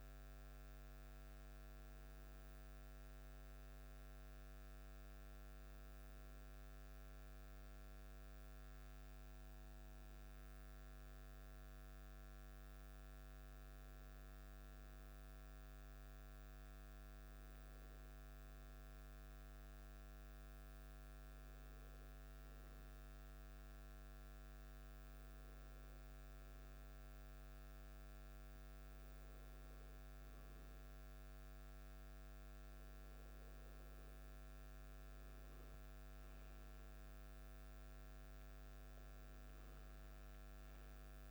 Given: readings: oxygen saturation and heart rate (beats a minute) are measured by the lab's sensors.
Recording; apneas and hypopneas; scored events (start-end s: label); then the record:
breathing in sleep, hard to hear, by a microphone on the trachea; none
39.00-41.31 s: new sleep stage, N1 (lightest sleep)
From the record:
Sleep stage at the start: N2 (light sleep); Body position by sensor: on the back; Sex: male